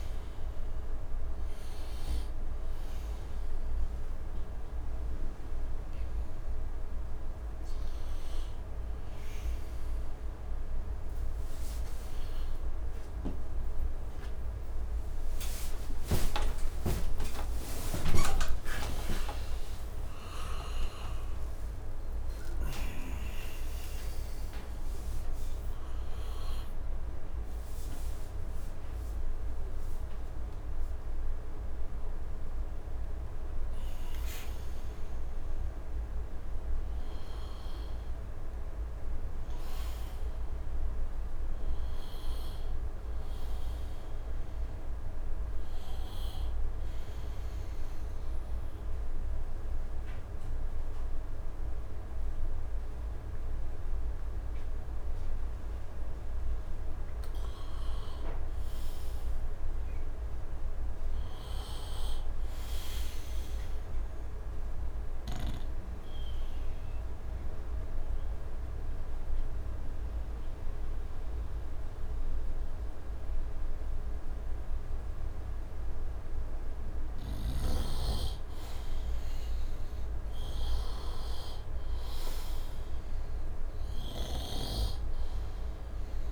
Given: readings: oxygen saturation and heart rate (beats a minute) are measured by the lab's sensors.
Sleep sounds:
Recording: a person partly awake in a sleep study, by a room microphone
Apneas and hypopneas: 2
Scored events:
0.00-19.50 s: oxygen desaturation (device-marked, oxygen 77% lowest, heart rate 76 extreme)
14.50-44.50 s: new sleep stage, awake
44.50-86.32 s: new sleep stage, N2 (light sleep)
46.50-57.50 s: oxygen desaturation (device-marked, oxygen 99% before, 95% lowest, heart rate 100 before, 74 extreme)
48.00-58.00 s: obstructive apnea (oxygen 100% before, 86% lowest, heart rate 98 before, 74 extreme, up 4 after)
60.00-63.00 s: arousal
65.50-76.50 s: obstructive apnea (oxygen 99% before, 82% lowest, heart rate 76 before, 72 extreme, up 5 after)
67.50-78.50 s: oxygen desaturation (device-marked, oxygen 98% before, 92% lowest, heart rate 76 before, 72 extreme)
78.50-82.00 s: arousal
84.50-86.32 s: oxygen desaturation (device-marked, oxygen 97% before, 89% lowest, heart rate 76 before, 72 extreme)
From the record:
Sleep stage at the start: N2 (light sleep)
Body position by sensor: on the right side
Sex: male

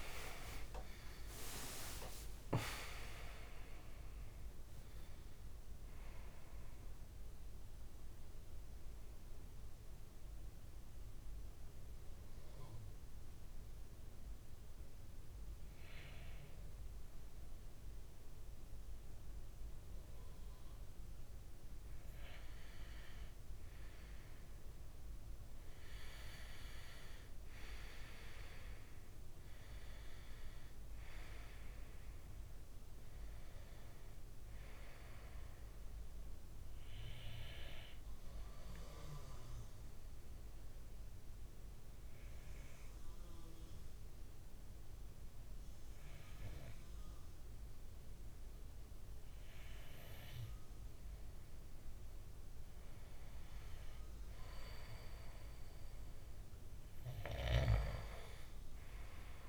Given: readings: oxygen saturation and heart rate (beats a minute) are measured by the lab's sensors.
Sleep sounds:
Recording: breathing in sleep by a room microphone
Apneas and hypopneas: 2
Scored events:
0.00-5.00 s: tachycardia (device-marked, heart rate 138 extreme)
10.50-23.00 s: mixed apnea (oxygen 99% before, 94% lowest, heart rate 108 before, 53 extreme, up 10 after)
20.00-59.49 s: new sleep stage, N2 (light sleep)
27.00-31.50 s: arousal
30.00-46.00 s: oxygen desaturation (device-marked, oxygen 99% before, 94% lowest, heart rate 49 before, 57 extreme)
38.00-51.00 s: obstructive apnea (oxygen 99% before, 93% lowest, heart rate 60 before, 57 extreme, up 2 after)
53.00-56.50 s: arousal
58.00-59.49 s: oxygen desaturation (device-marked, oxygen 98% before, 94% lowest, heart rate 59 before, 58 extreme)
From the record:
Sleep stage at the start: N1 (lightest sleep)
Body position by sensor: on the back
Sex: male

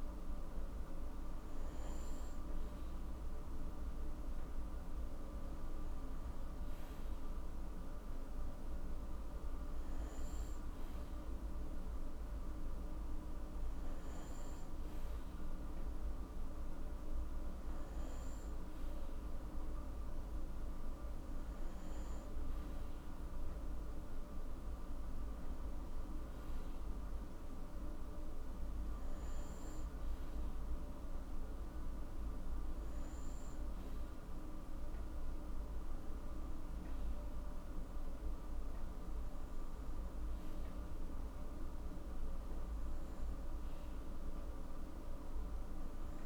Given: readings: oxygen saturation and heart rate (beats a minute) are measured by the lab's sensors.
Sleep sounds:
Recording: breathing in sleep, hard to hear, by a room microphone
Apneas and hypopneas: none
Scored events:
none scored
From the record:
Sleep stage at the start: N2 (light sleep)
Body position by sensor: on the right side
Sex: male

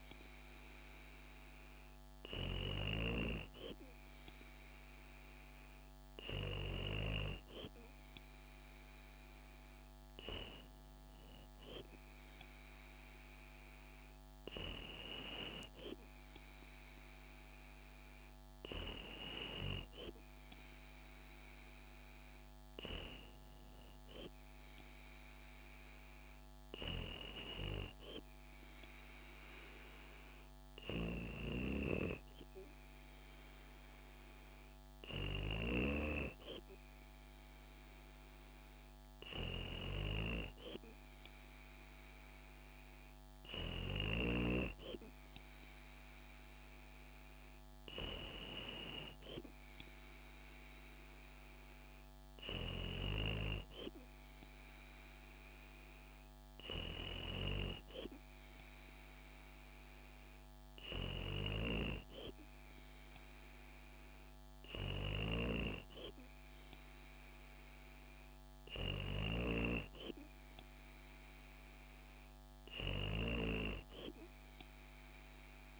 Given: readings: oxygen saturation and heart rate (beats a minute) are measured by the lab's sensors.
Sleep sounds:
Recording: breathing in sleep by a microphone on the trachea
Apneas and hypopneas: none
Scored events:
none scored
From the record:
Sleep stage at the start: N2 (light sleep)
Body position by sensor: on the back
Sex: female

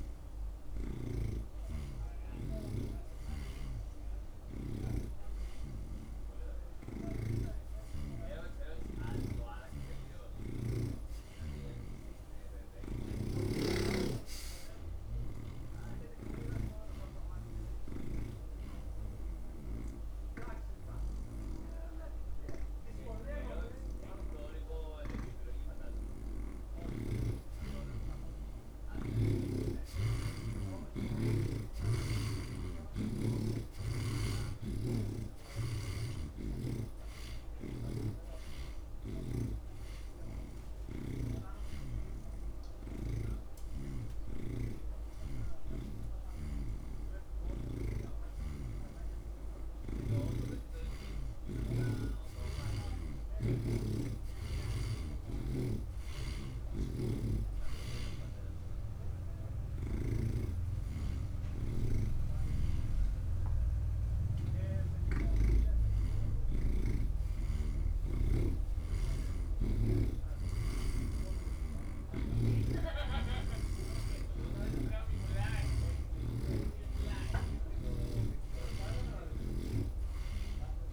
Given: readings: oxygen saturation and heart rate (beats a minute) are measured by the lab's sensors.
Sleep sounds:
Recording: breathing in sleep by a room microphone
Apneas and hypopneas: 3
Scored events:
3.50-11.00 s: snoring (device-marked)
13.00-23.00 s: snoring (device-marked)
17.00-27.00 s: obstructive apnea (oxygen 86% before, 78% lowest)
19.50-80.93 s: new sleep stage, N2 (light sleep)
30.50-36.00 s: arousal
37.50-44.50 s: snoring (device-marked)
40.00-50.00 s: hypopnea (oxygen 86% before, 78% lowest)
41.50-53.50 s: oxygen desaturation (device-marked, oxygen 85% before, 78% lowest)
46.50-50.50 s: snoring (device-marked)
53.50-57.50 s: arousal
55.00-58.50 s: snoring (device-marked)
60.50-65.50 s: snoring (device-marked)
60.50-75.50 s: oxygen desaturation (device-marked, oxygen 87% before, 80% lowest)
62.50-72.50 s: hypopnea (oxygen 87% before, 80% lowest)
74.50-78.00 s: arousal
77.50-80.93 s: snoring (device-marked)
From the record:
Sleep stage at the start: N3 (deep sleep)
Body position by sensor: on the right side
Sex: male

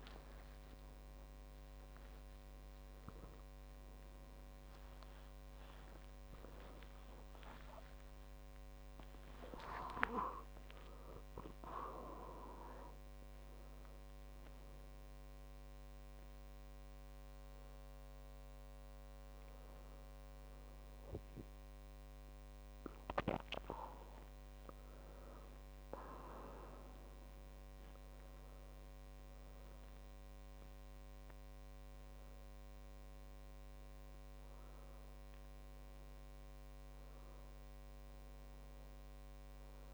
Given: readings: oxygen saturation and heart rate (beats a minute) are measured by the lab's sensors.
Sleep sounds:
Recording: a person awake in a sleep study, by a microphone on the trachea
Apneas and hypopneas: none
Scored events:
26.00-28.00 s: long interval between heartbeats (device-marked)
28.00-39.93 s: new sleep stage, N2 (light sleep)
36.00-38.00 s: long interval between heartbeats (device-marked)
From the record:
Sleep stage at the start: awake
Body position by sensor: on the back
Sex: male

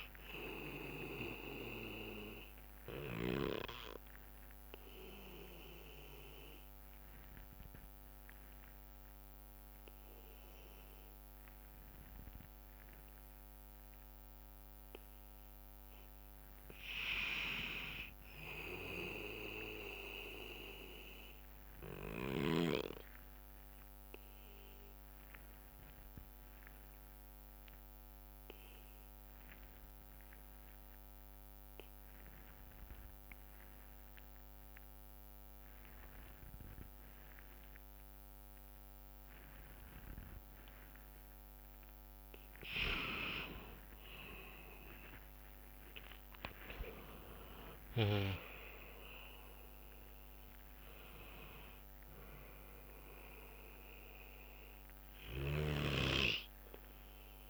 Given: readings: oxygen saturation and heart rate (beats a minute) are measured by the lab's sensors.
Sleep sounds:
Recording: breathing in sleep by a microphone on the trachea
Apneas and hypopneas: 2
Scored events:
0.00-13.50 s: oxygen desaturation (device-marked, oxygen 90% lowest, heart rate 55 extreme)
2.50-15.50 s: bradycardia (device-marked, heart rate 66 before, 55 extreme)
3.00-14.50 s: obstructive apnea (oxygen 99% before, 89% lowest, heart rate 69 before, 55 extreme, up 7 after)
16.50-19.50 s: arousal
23.50-41.50 s: obstructive apnea (oxygen 99% before, 88% lowest, heart rate 59 before, 57 extreme, up 38 after)
26.00-28.00 s: long interval between heartbeats (device-marked, heart rate 59 before, 69 extreme)
37.00-39.00 s: long interval between heartbeats (device-marked, heart rate 64 before, 70 extreme)
41.50-57.50 s: oxygen desaturation (device-marked, oxygen 97% before, 89% lowest, heart rate 66 before, 56 extreme)
43.50-45.50 s: long interval between heartbeats (device-marked, heart rate 66 before, 69 extreme)
43.50-48.50 s: arousal
46.00-48.00 s: long interval between heartbeats (device-marked, heart rate 68 before, 91 extreme)
50.50-52.50 s: long interval between heartbeats (device-marked, heart rate 74 before, 89 extreme)
55.50-57.50 s: bradycardia (device-marked, heart rate 66 before, 56 extreme)
55.50-57.50 s: snoring (device-marked)
From the record:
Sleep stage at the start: N2 (light sleep)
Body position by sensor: on the back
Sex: male

